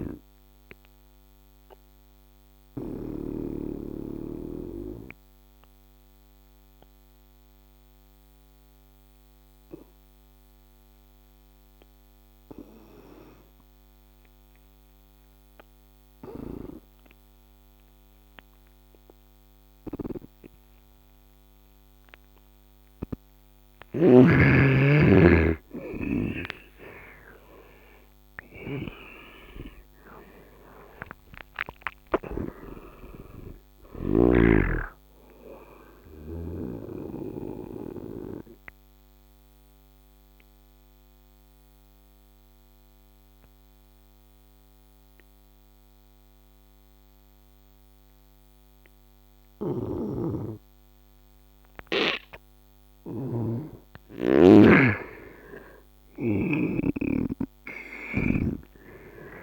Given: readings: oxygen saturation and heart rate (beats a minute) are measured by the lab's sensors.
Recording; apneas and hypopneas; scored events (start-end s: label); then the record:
breathing in sleep by a microphone on the trachea; 2
0.00-3.00 s: snoring (device-marked)
0.00-18.00 s: oxygen desaturation (device-marked, oxygen 83% lowest, heart rate 66 extreme)
2.50-22.00 s: obstructive apnea (oxygen 98% before, 79% lowest, heart rate 75 before, 66 extreme, up 10 after)
20.00-51.00 s: oxygen desaturation (device-marked, oxygen 99% before, 79% lowest, heart rate 70 before, 69 extreme)
23.50-36.50 s: snoring (device-marked)
25.50-30.50 s: arousal
37.00-52.50 s: obstructive apnea (oxygen 99% before, 79% lowest, heart rate 79 before, 69 extreme, up 9 after)
49.00-59.43 s: snoring (device-marked)
53.50-58.00 s: arousal
57.00-59.43 s: oxygen desaturation (device-marked, oxygen 100% before, 87% lowest, heart rate 73 before, 69 extreme)
From the record:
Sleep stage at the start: N2 (light sleep); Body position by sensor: on the right side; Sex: male